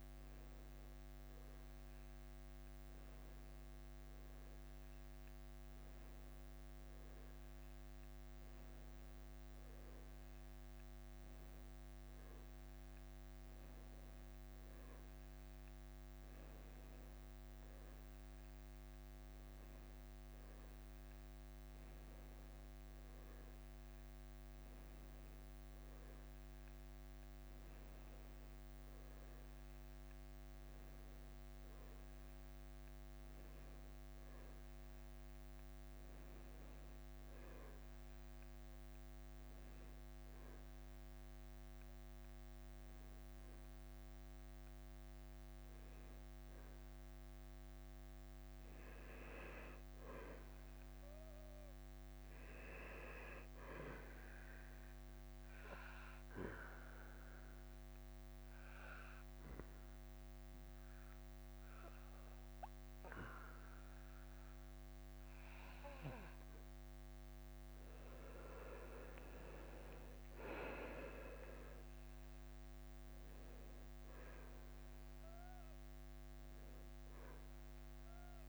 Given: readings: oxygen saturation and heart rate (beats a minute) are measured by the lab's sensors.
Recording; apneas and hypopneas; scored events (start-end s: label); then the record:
breathing in sleep by a microphone on the trachea; 2
25.00-78.48 s: new sleep stage, N2 (light sleep)
40.50-51.50 s: obstructive apnea (oxygen 96% before, 90% lowest, heart rate 87 before, 83 extreme, up 0 after)
53.00-55.50 s: arousal
54.00-68.00 s: oxygen desaturation (device-marked, oxygen 95% before, 92% lowest, heart rate 87 before, 83 extreme)
56.50-68.00 s: obstructive apnea (oxygen 95% before, 90% lowest, heart rate 87 before, 83 extreme, up 1 after)
71.50-75.50 s: arousal
73.00-78.48 s: drop in pulse transit time (device-marked, heart rate 84 before, 83 extreme)
From the record:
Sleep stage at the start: N1 (lightest sleep); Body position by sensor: on the back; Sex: male